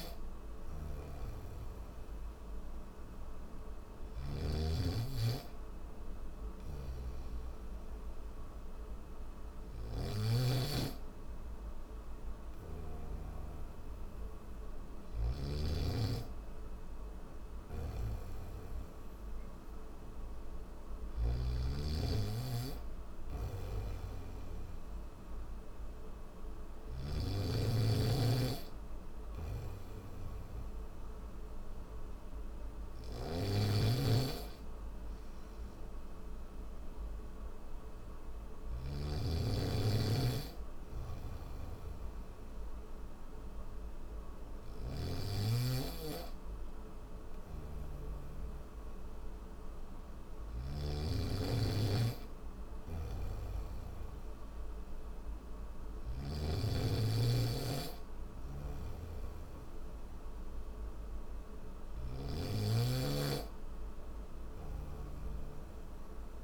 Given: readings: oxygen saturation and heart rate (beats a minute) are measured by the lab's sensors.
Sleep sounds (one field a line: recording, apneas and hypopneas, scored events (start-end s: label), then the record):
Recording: breathing in sleep by a room microphone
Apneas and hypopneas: none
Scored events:
0.00-4.00 s: snoring (device-marked)
6.00-12.50 s: snoring (device-marked)
17.00-26.50 s: snoring (device-marked)
19.50-66.43 s: new sleep stage, N1 (lightest sleep)
32.50-38.50 s: snoring (device-marked)
40.50-48.00 s: snoring (device-marked)
52.50-56.00 s: snoring (device-marked)
58.00-66.43 s: snoring (device-marked)
From the record:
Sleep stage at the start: N3 (deep sleep)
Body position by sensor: on the back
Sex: male